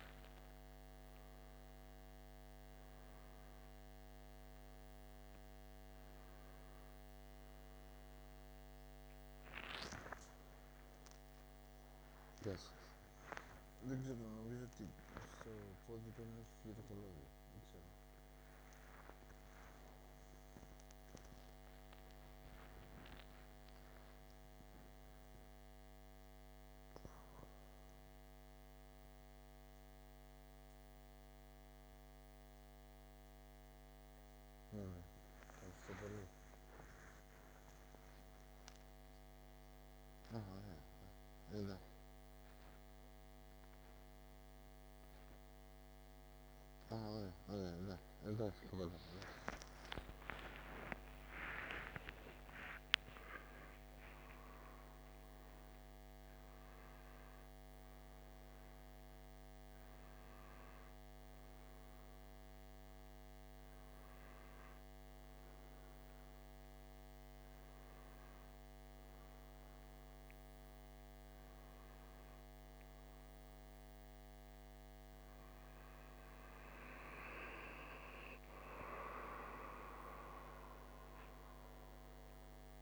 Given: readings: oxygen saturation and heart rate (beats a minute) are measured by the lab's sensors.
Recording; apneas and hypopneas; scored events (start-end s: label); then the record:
a person awake in a sleep study, by a microphone on the trachea; none
72.00-82.82 s: new sleep stage, N1 (lightest sleep)
From the record:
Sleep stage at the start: awake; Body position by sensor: on the right side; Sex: male